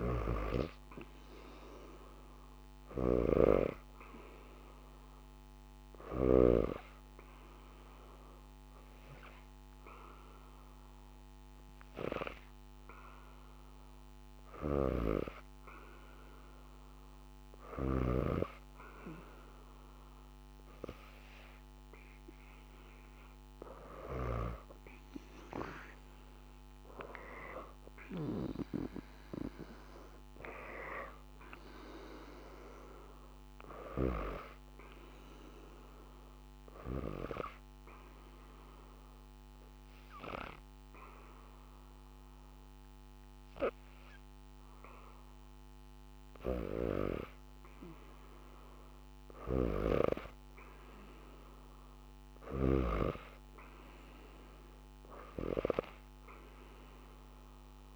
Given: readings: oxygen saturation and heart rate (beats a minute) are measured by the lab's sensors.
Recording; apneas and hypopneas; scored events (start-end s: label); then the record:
breathing in sleep by a microphone on the trachea; 2
0.00-6.00 s: snoring (device-marked)
5.50-18.00 s: hypopnea (oxygen 98% before, 93% lowest, heart rate 79 before, 76 extreme, up 3 after)
14.00-17.50 s: snoring (device-marked)
21.00-24.50 s: arousal
25.00-36.00 s: oxygen desaturation (device-marked, oxygen 98% before, 95% lowest, heart rate 78 before, 75 extreme)
35.50-46.50 s: obstructive apnea (oxygen 98% before, 90% lowest, heart rate 79 before, 75 extreme, up 0 after)
49.00-52.50 s: arousal
52.00-57.96 s: oxygen desaturation (device-marked, oxygen 98% before, 93% lowest, heart rate 79 before, 74 extreme)
52.00-57.96 s: snoring (device-marked)
From the record:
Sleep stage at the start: N2 (light sleep); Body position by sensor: on the back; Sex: female